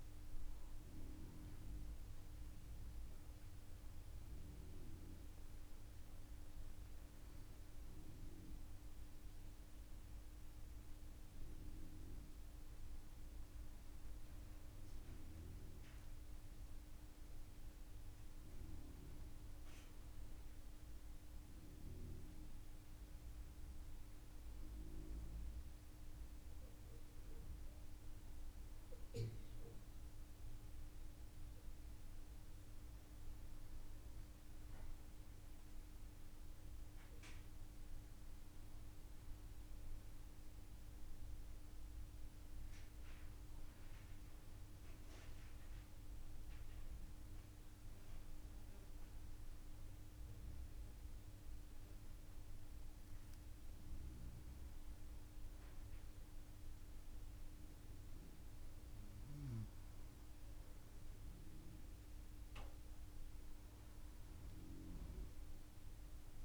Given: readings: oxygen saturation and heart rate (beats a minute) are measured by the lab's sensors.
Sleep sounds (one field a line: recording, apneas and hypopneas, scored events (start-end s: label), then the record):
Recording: breathing in sleep, hard to hear, by a room microphone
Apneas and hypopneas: none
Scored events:
none scored
From the record:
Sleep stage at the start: N2 (light sleep)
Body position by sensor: upright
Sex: female